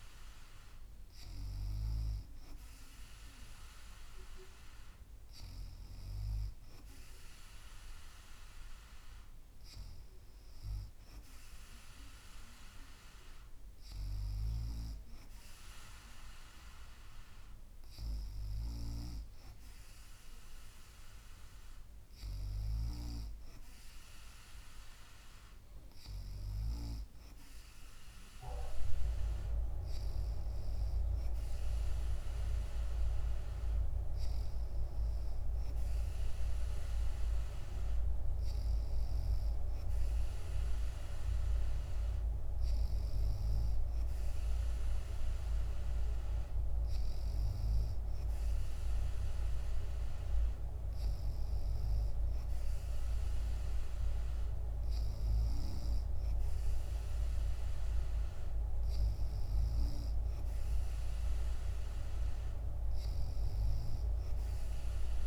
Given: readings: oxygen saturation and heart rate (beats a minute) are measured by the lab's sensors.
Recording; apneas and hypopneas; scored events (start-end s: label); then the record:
breathing in sleep by a room microphone; none
none scored
From the record:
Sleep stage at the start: N2 (light sleep); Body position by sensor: on the back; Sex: female